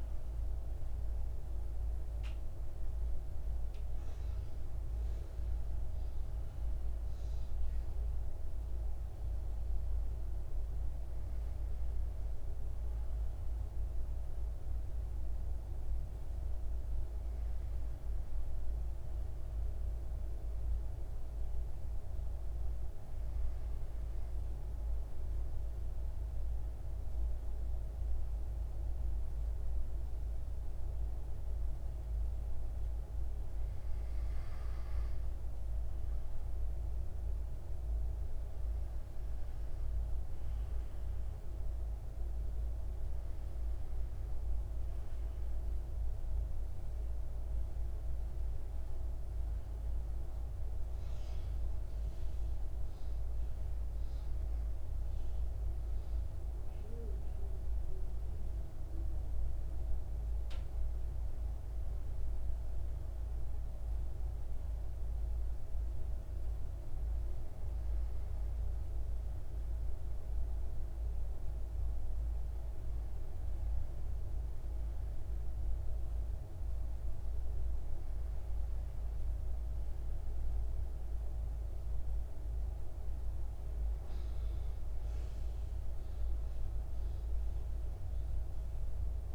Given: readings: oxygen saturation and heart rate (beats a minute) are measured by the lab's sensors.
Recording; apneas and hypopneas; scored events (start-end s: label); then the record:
breathing in sleep, hard to hear, by a room microphone; 1
24.50-35.00 s: central apnea (oxygen 96% before, 92% lowest, heart rate 62 before, 60 extreme, up 5 after)
37.00-40.50 s: arousal
38.50-55.50 s: oxygen desaturation (device-marked, oxygen 96% before, 92% lowest, heart rate 61 before, 62 extreme)
From the record:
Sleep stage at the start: N1 (lightest sleep); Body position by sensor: on the right side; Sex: male